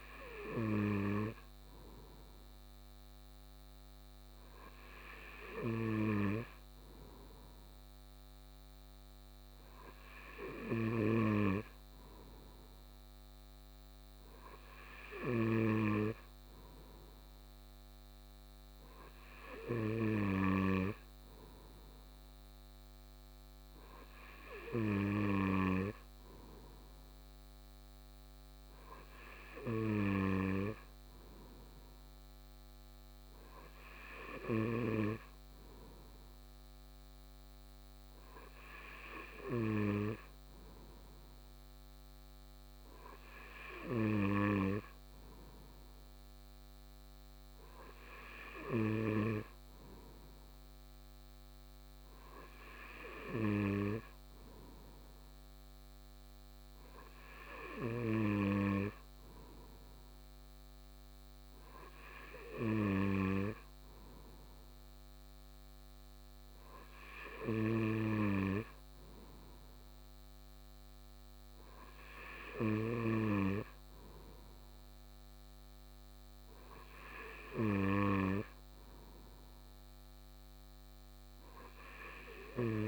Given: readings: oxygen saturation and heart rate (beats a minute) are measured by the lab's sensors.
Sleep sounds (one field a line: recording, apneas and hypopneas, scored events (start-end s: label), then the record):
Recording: breathing in sleep by a microphone on the trachea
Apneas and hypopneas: none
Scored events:
none scored
From the record:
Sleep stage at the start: N2 (light sleep)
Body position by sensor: on the right side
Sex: male